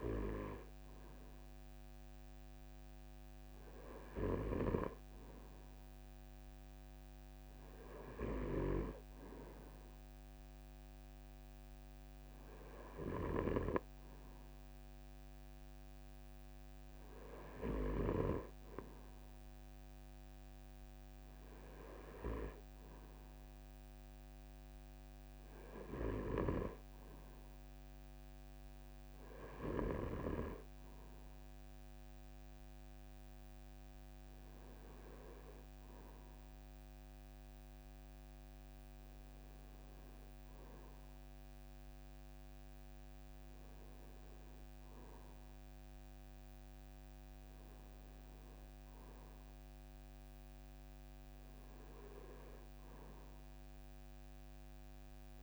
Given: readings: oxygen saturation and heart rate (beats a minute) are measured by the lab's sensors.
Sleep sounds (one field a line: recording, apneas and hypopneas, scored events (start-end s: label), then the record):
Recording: breathing in sleep by a microphone on the trachea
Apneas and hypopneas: none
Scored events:
47.50-55.43 s: new sleep stage, REM sleep
From the record:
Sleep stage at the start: N2 (light sleep)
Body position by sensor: on the front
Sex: male